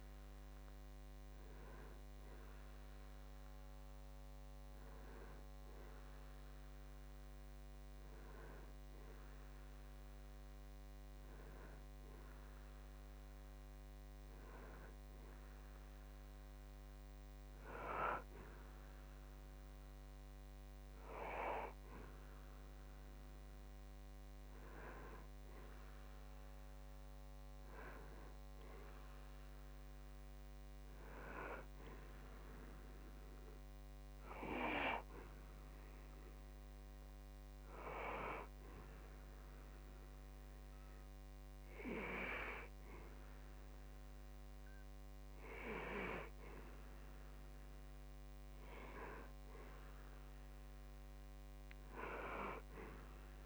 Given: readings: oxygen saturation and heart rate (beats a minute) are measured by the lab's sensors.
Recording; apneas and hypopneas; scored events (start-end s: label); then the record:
breathing in sleep by a microphone on the trachea; none
none scored
From the record:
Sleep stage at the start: N2 (light sleep); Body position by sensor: on the back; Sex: male